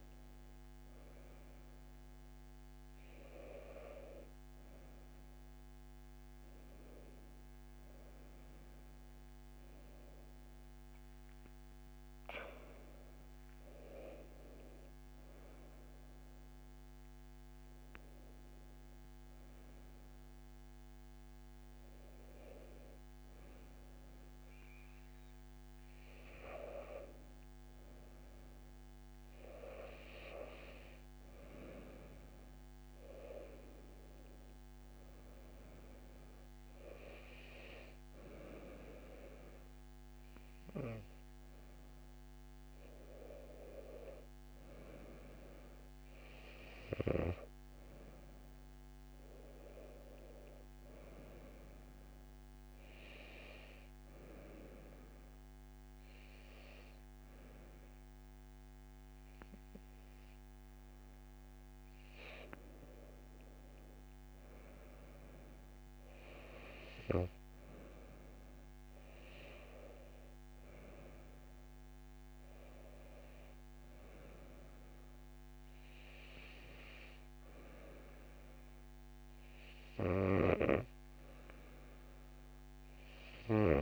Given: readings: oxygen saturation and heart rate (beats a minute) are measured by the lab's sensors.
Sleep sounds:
breathing in sleep by a microphone on the trachea; none
27.50-83.82 s: new sleep stage, N2 (light sleep)
From the record:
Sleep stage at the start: N1 (lightest sleep); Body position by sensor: on the right side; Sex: female

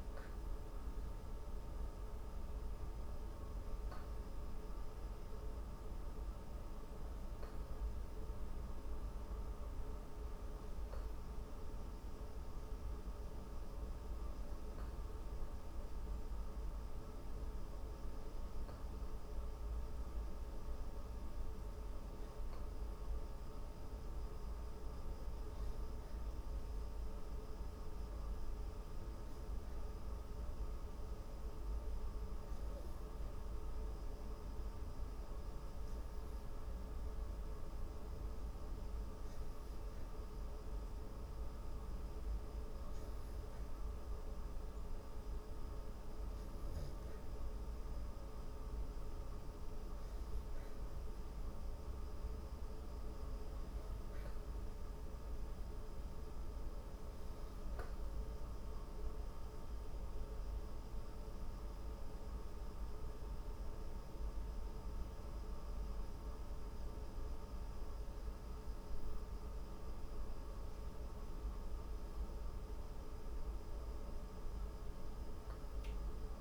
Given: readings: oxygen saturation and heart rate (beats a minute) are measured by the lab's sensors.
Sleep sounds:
breathing in sleep, hard to hear, by a room microphone; 1
28.00-43.00 s: hypopnea (oxygen 96% before, 92% lowest, heart rate 147 before, 105 extreme, up 57 after)
33.00-44.00 s: oxygen desaturation (device-marked, oxygen 96% before, 92% lowest, heart rate 140 before, 125 extreme)
60.00-64.00 s: arousal
From the record:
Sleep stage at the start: N2 (light sleep); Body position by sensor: on the back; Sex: female

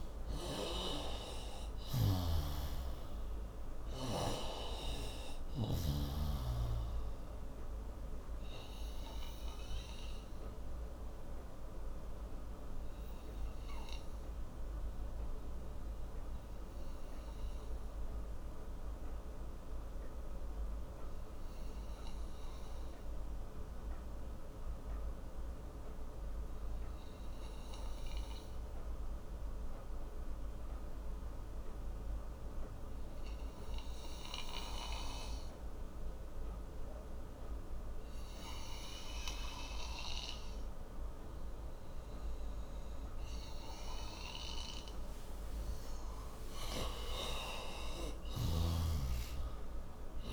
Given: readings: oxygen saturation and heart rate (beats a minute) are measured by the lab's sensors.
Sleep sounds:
breathing in sleep by a room microphone; 1
0.00-1.50 s: arousal
0.00-6.00 s: snoring (device-marked)
0.00-28.50 s: oxygen desaturation (device-marked, oxygen 87% lowest)
8.00-45.50 s: obstructive apnea (oxygen 96% before, 87% lowest)
47.00-50.00 s: arousal
From the record:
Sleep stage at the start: N2 (light sleep); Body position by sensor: on the right side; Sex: male

